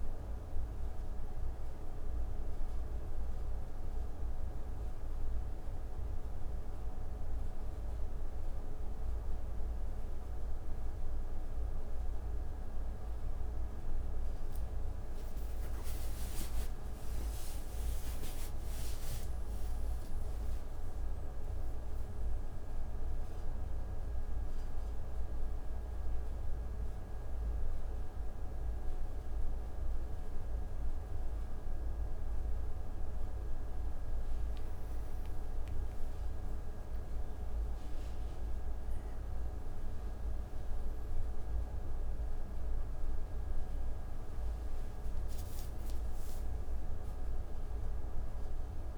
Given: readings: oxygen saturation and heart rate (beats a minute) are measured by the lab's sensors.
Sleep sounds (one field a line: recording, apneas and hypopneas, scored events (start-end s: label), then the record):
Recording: a person awake in a sleep study, hard to hear, by a room microphone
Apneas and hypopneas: none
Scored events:
none scored
From the record:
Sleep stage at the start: awake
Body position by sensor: on the right side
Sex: male